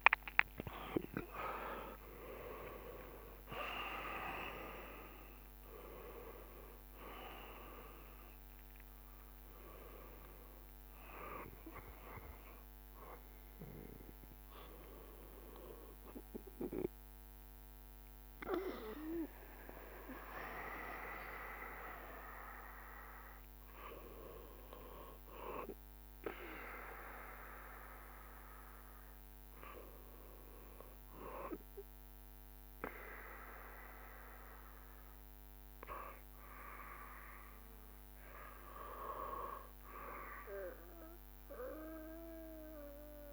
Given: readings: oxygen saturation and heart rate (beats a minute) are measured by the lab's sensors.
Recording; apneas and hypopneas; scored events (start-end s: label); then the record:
breathing in sleep by a microphone on the trachea; none
0.00-3.00 s: arousal
0.00-24.50 s: oxygen desaturation (device-marked, oxygen 72% lowest, heart rate 65 extreme)
0.50-17.50 s: drop in pulse transit time (device-marked, heart rate 75 before, 82 extreme)
From the record:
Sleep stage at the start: N2 (light sleep); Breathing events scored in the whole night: 167 in 4.0 hours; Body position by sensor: on the back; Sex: male